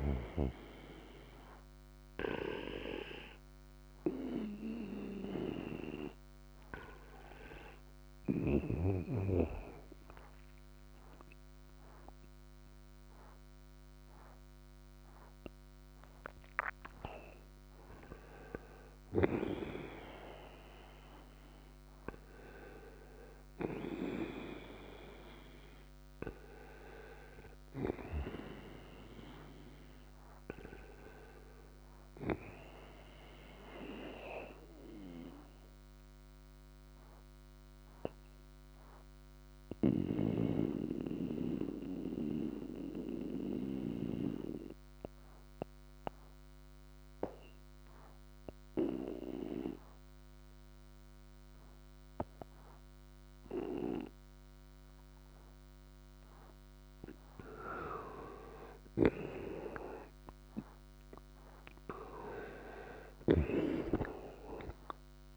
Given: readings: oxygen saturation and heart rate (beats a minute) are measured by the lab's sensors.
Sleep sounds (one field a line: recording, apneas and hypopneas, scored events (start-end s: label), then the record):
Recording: breathing in sleep by a microphone on the trachea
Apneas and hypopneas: 2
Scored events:
2.00-15.50 s: obstructive apnea (oxygen 96% before, 91% lowest, heart rate 73 before, 69 extreme, up 6 after)
6.00-20.00 s: oxygen desaturation (device-marked, oxygen 96% before, 92% lowest, heart rate 74 before, 66 extreme)
9.00-65.37 s: new sleep stage, N2 (light sleep)
19.50-25.00 s: arousal
34.00-58.00 s: mixed apnea (oxygen 96% before, 89% lowest, heart rate 72 before, 60 extreme, up 13 after)
60.00-64.50 s: arousal
63.00-65.37 s: oxygen desaturation (device-marked, oxygen 97% before, 89% lowest, heart rate 67 before, 59 extreme)
63.00-65.37 s: snoring (device-marked)
From the record:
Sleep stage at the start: N1 (lightest sleep)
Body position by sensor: on the right side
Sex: male